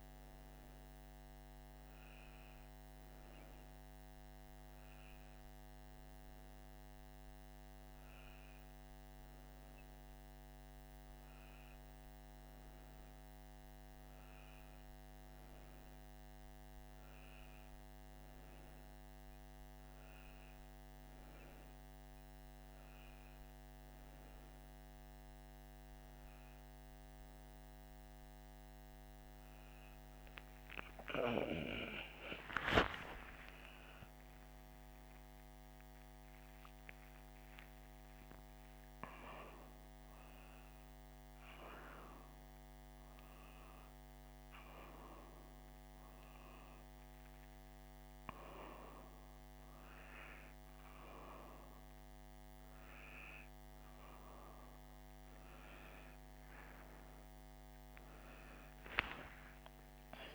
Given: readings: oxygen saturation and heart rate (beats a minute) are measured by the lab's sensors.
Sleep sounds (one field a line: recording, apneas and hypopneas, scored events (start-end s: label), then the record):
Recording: a person awake in a sleep study, by a microphone on the trachea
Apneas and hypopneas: none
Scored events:
none scored
From the record:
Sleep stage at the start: awake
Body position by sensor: on the right side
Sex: female